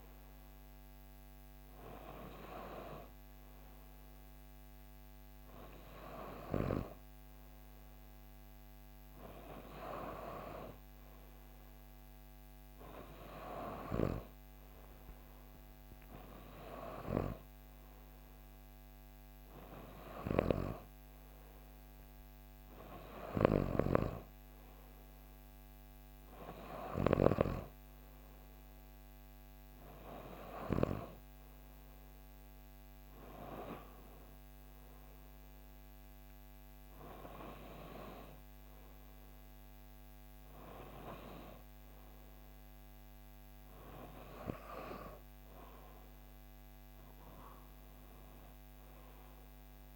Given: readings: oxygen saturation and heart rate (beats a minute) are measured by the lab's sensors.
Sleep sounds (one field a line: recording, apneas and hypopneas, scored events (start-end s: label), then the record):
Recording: breathing in sleep by a microphone on the trachea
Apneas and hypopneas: none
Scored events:
none scored
From the record:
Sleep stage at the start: N2 (light sleep)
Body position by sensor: on the back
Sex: female